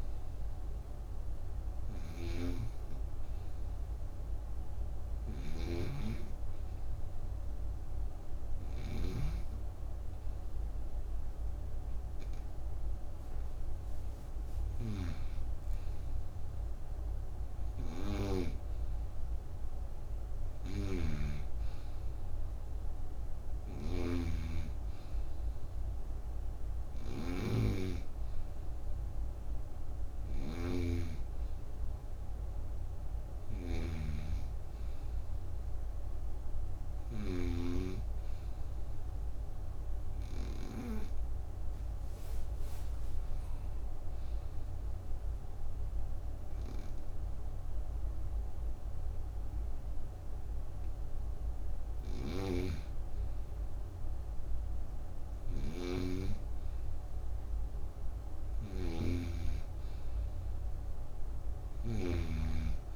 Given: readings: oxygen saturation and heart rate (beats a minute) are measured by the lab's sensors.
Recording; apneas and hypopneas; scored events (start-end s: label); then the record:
breathing in sleep by a room microphone; 2
0.00-5.50 s: snoring (device-marked)
0.00-15.00 s: oxygen desaturation (device-marked, oxygen 92% lowest)
1.50-15.00 s: hypopnea (oxygen 96% before, 92% lowest)
14.50-37.50 s: snoring (device-marked)
16.00-21.00 s: arousal
38.00-50.50 s: hypopnea (oxygen 95% before, 91% lowest)
52.00-62.96 s: snoring (device-marked)
52.50-56.00 s: arousal
From the record:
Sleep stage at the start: N2 (light sleep); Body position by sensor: on the right side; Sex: female